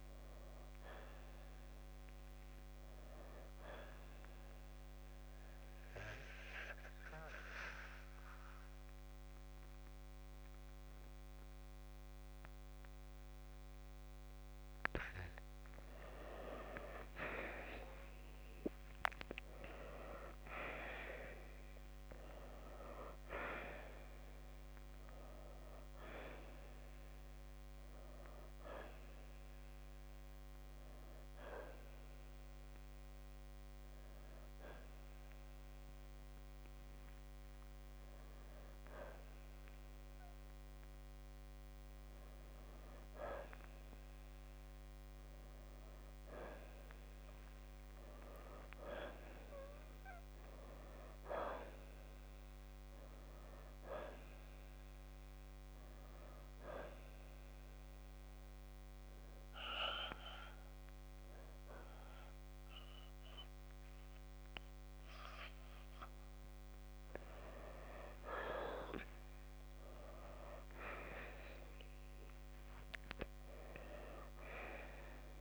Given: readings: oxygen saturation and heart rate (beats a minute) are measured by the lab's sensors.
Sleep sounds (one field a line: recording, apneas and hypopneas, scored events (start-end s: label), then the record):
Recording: breathing in sleep by a microphone on the trachea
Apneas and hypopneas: 3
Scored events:
1.50-17.50 s: oxygen desaturation (device-marked, oxygen 94% before, 88% lowest, heart rate 62 before, 46 extreme)
4.50-15.50 s: obstructive apnea (oxygen 94% before, 85% lowest, heart rate 62 before, 46 extreme, up 1 after)
19.00-23.00 s: arousal
29.00-41.50 s: hypopnea (oxygen 93% before, 85% lowest, heart rate 57 before, 55 extreme, up 9 after)
31.50-48.50 s: oxygen desaturation (device-marked, oxygen 93% before, 85% lowest, heart rate 58 before, 55 extreme)
48.00-51.50 s: arousal
57.00-67.00 s: obstructive apnea (oxygen 95% before, 84% lowest, heart rate 62 before, 58 extreme, up 6 after)
57.50-71.50 s: oxygen desaturation (device-marked, oxygen 95% before, 91% lowest, heart rate 63 before, 57 extreme)
70.00-74.00 s: arousal
From the record:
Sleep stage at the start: N2 (light sleep)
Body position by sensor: on the right side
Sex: male